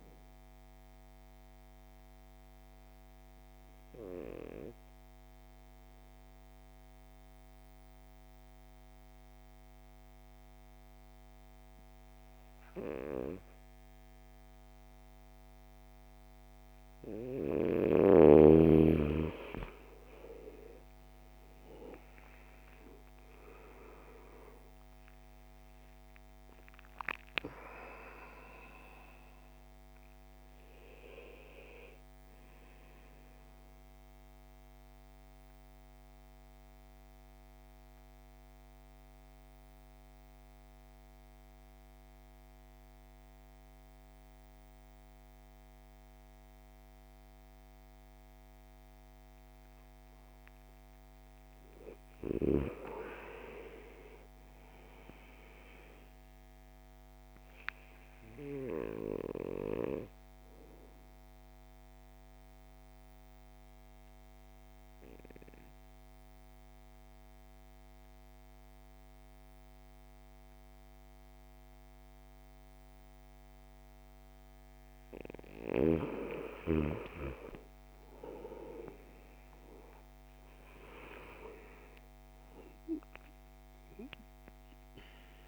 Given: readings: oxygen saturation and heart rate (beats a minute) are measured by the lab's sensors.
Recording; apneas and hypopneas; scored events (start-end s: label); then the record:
breathing in sleep by a microphone on the trachea; 3
3.00-17.00 s: mixed apnea (oxygen 98% before, 88% lowest)
11.50-17.50 s: oxygen desaturation (device-marked, oxygen 96% before, 90% lowest)
21.00-26.50 s: arousal
26.50-51.50 s: oxygen desaturation (device-marked, oxygen 95% before, 88% lowest)
33.50-50.00 s: central apnea (oxygen 96% before, 88% lowest)
53.00-57.00 s: arousal
60.50-76.00 s: obstructive apnea (oxygen 98% before, 89% lowest)
62.50-80.50 s: oxygen desaturation (device-marked, oxygen 98% before, 91% lowest)
81.00-85.00 s: arousal
From the record:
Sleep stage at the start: N2 (light sleep); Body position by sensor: on the back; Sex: male